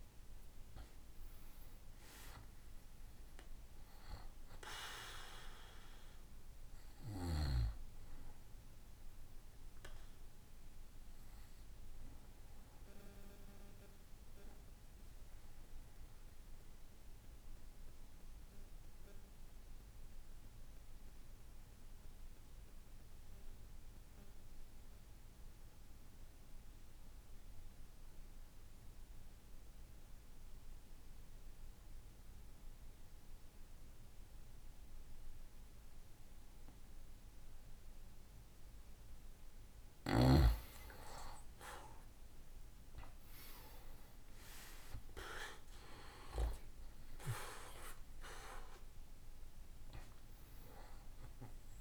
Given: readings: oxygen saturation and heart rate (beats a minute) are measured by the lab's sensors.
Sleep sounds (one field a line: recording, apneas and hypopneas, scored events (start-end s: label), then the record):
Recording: breathing in sleep by a room microphone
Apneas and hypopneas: 1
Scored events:
0.00-23.50 s: oxygen desaturation (device-marked, oxygen 87% lowest, heart rate 59 extreme)
9.00-39.00 s: obstructive apnea (oxygen 97% before, 87% lowest, heart rate 77 before, 59 extreme, up 18 after)
40.50-51.81 s: oxygen desaturation (device-marked, oxygen 98% before, 88% lowest, heart rate 62 before, 61 extreme)
41.50-45.00 s: arousal
From the record:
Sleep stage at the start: N2 (light sleep)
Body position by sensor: on the back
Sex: male